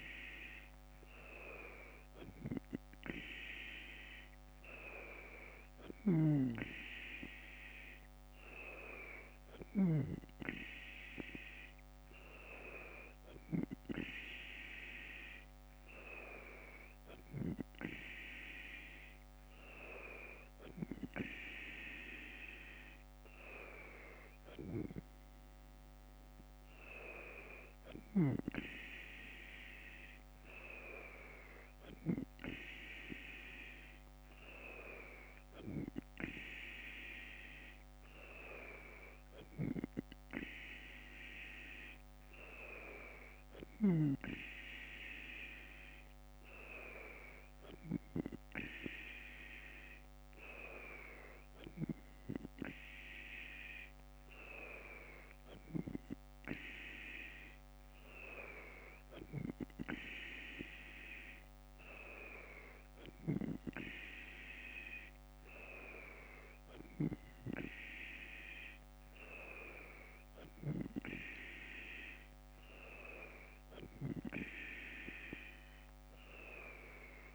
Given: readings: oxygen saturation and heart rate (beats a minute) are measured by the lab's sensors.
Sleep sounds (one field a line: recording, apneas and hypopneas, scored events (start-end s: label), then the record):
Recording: breathing in sleep by a microphone on the trachea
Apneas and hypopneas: none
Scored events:
none scored
From the record:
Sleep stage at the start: N2 (light sleep)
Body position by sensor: on the left side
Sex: female